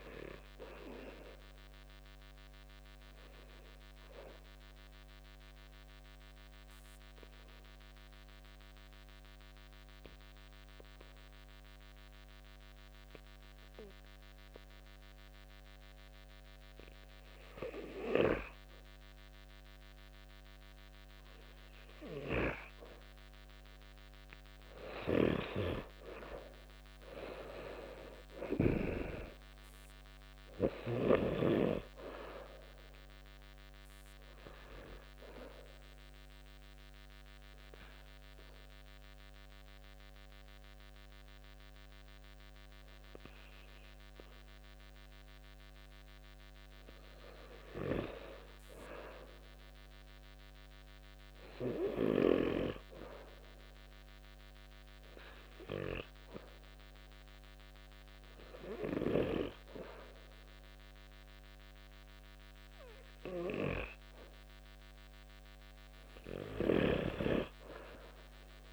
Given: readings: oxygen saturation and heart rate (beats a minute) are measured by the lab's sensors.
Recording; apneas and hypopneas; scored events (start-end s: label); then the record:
breathing in sleep by a microphone on the trachea; 2
0.00-12.00 s: oxygen desaturation (device-marked, oxygen 91% lowest, heart rate 64 extreme)
3.00-22.50 s: obstructive apnea (oxygen 96% before, 90% lowest, heart rate 71 before, 64 extreme, up 5 after)
25.00-29.50 s: arousal
35.00-46.00 s: obstructive apnea (oxygen 97% before, 90% lowest, heart rate 68 before, 67 extreme, up 3 after)
46.00-58.00 s: oxygen desaturation (device-marked, oxygen 95% before, 90% lowest, heart rate 70 before, 66 extreme)
49.00-52.00 s: arousal
From the record:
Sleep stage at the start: N2 (light sleep); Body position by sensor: on the back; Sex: male